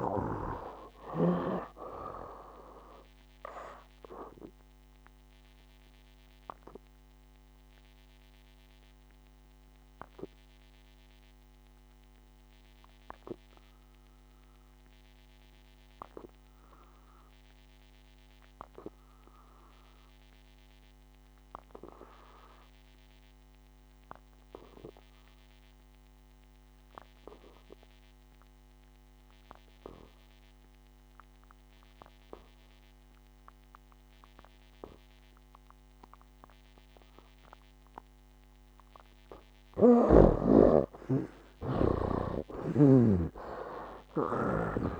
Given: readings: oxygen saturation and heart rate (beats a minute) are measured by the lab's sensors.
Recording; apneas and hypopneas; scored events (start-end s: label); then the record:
breathing in sleep by a microphone on the trachea; 1
0.00-29.50 s: oxygen desaturation (device-marked, oxygen 72% lowest, heart rate 57 extreme)
5.00-39.50 s: obstructive apnea (oxygen 99% before, 72% lowest, heart rate 68 before, 57 extreme, up 14 after)
38.50-45.00 s: oxygen desaturation (device-marked, oxygen 97% before, 72% lowest, heart rate 58 before, 58 extreme)
42.50-45.00 s: snoring (device-marked)
43.00-45.00 s: arousal
From the record:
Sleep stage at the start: N2 (light sleep); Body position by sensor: on the back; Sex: male